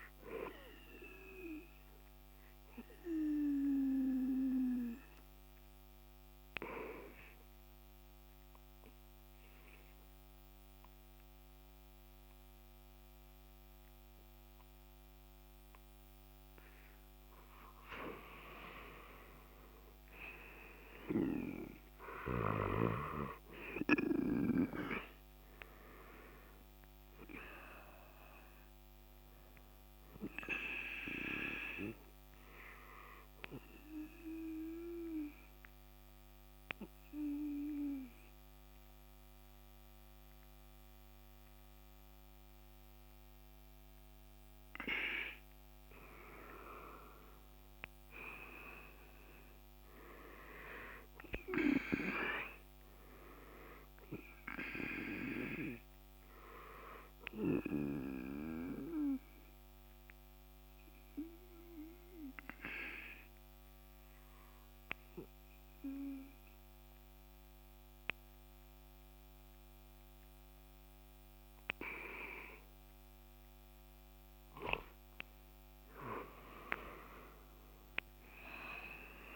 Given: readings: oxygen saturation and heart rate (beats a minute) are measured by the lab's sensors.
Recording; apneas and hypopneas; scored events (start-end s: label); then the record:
breathing in sleep by a microphone on the trachea; 3
1.50-16.50 s: obstructive apnea (oxygen 97% before, 90% lowest, heart rate 72 before, 66 extreme, up 7 after)
22.50-27.00 s: arousal
22.50-47.50 s: oxygen desaturation (device-marked, oxygen 96% before, 91% lowest, heart rate 68 before, 67 extreme)
31.00-45.50 s: obstructive apnea (oxygen 96% before, 90% lowest, heart rate 70 before, 67 extreme, up 7 after)
48.00-52.00 s: arousal
55.00-74.00 s: obstructive apnea (oxygen 97% before, 90% lowest, heart rate 70 before, 66 extreme, up 6 after)
55.50-72.50 s: oxygen desaturation (device-marked, oxygen 97% before, 90% lowest, heart rate 70 before, 66 extreme)
From the record:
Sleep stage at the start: N2 (light sleep); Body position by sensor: on the right side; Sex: male